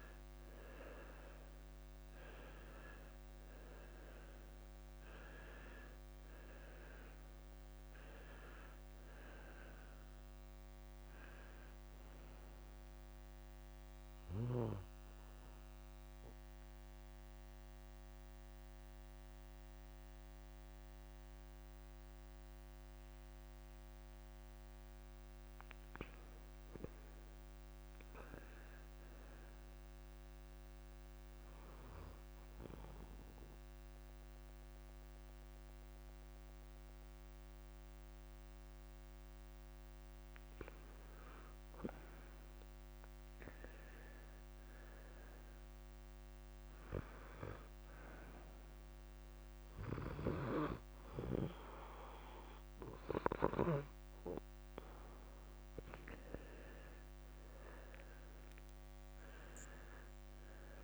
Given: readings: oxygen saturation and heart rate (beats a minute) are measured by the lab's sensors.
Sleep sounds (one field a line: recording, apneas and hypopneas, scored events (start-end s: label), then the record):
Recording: breathing in sleep by a microphone on the trachea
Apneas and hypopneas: 2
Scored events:
0.00-26.50 s: oxygen desaturation (device-marked, oxygen 88% lowest, heart rate 50 extreme)
6.50-10.50 s: tachycardia (device-marked)
9.50-11.50 s: long interval between heartbeats (device-marked, heart rate 66 before, 109 extreme)
14.50-25.50 s: central apnea (oxygen 95% before, 88% lowest, heart rate 78 before, 51 extreme, up 4 after)
27.00-29.00 s: arousal
32.50-42.50 s: central apnea (oxygen 97% before, 88% lowest, heart rate 59 before, 56 extreme, up 3 after)
34.50-36.50 s: long interval between heartbeats (device-marked, heart rate 54 before, 75 extreme)
41.50-43.50 s: long interval between heartbeats (device-marked, heart rate 67 before, 78 extreme)
44.00-46.50 s: arousal
44.50-60.84 s: oxygen desaturation (device-marked, oxygen 97% before, 91% lowest, heart rate 71 before, 53 extreme)
56.00-58.00 s: long interval between heartbeats (device-marked, heart rate 75 before, 63 extreme)
From the record:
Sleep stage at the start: N2 (light sleep)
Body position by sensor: on the left side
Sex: male